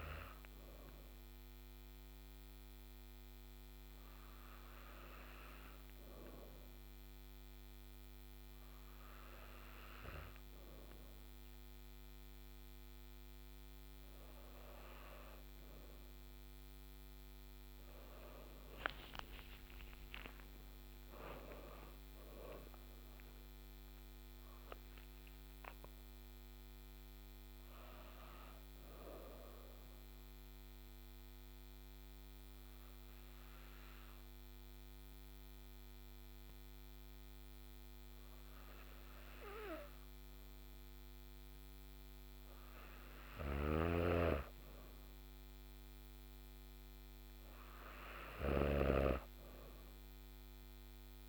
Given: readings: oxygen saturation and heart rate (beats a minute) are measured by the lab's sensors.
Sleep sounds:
breathing in sleep by a microphone on the trachea; 1
19.00-22.50 s: arousal
30.00-42.00 s: hypopnea (oxygen 96% before, 94% lowest)
43.50-49.00 s: snoring (device-marked)
45.50-49.00 s: arousal
From the record:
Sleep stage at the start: N2 (light sleep); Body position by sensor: on the back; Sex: female

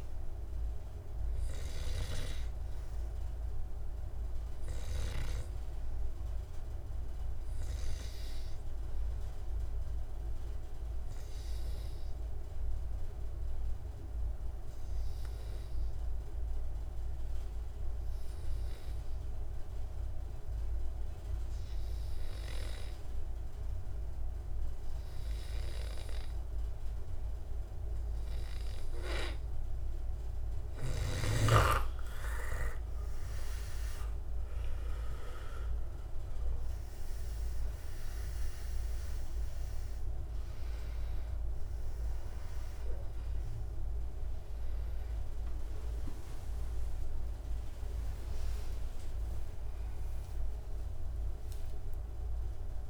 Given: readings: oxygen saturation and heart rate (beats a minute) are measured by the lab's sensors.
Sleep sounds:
breathing in sleep by a room microphone; 1
0.00-7.50 s: oxygen desaturation (device-marked, oxygen 93% lowest, heart rate 66 extreme)
10.50-30.00 s: obstructive apnea (oxygen 98% before, 89% lowest, heart rate 75 before, 66 extreme, up 17 after)
26.50-47.50 s: oxygen desaturation (device-marked, oxygen 98% before, 90% lowest, heart rate 70 before, 65 extreme)
32.50-35.50 s: arousal
50.50-52.90 s: arousal
From the record:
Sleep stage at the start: N2 (light sleep); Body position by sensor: on the back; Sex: male

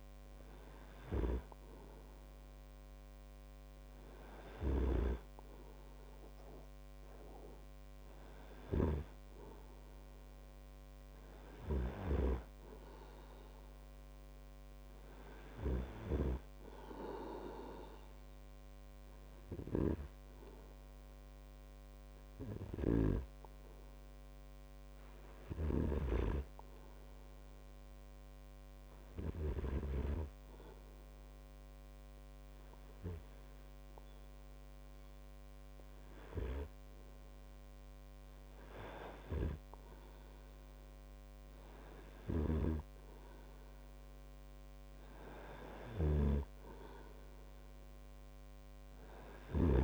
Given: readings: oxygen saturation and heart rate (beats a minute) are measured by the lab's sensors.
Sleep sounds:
breathing in sleep by a microphone on the trachea; 1
21.50-44.00 s: hypopnea (oxygen 98% before, 95% lowest)
23.00-26.50 s: snoring (device-marked)
42.50-49.84 s: snoring (device-marked)
45.50-49.84 s: arousal
From the record:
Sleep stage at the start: N2 (light sleep); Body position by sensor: on the right side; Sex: male

